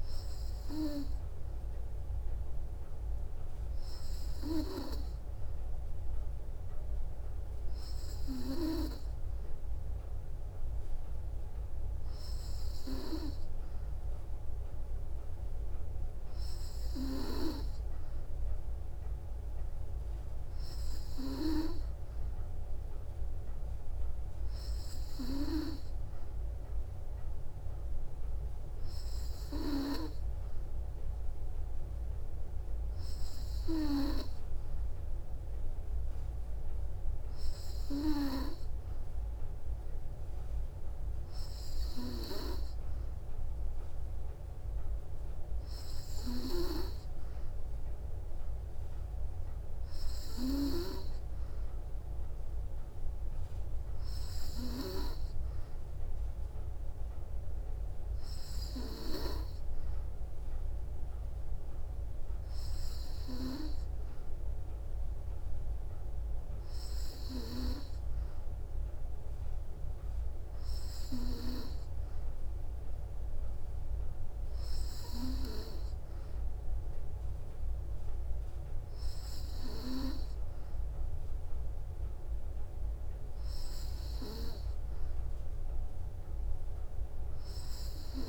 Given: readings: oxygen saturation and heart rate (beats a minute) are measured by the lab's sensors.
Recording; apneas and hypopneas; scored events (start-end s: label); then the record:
breathing in sleep by a room microphone; none
none scored
From the record:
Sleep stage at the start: N3 (deep sleep); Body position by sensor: on the back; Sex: female